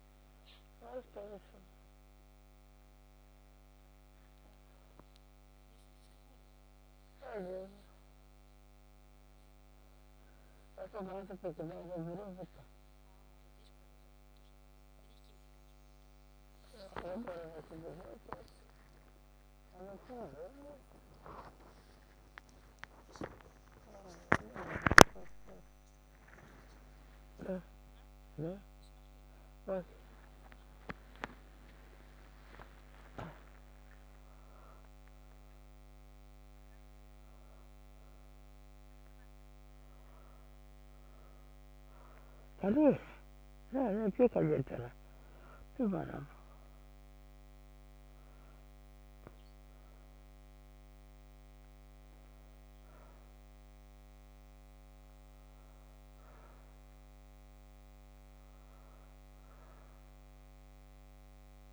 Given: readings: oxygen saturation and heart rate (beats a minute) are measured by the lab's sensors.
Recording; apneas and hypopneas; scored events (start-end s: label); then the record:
a person awake in a sleep study, by a microphone on the trachea; none
none scored
From the record:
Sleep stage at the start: awake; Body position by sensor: on the back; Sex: female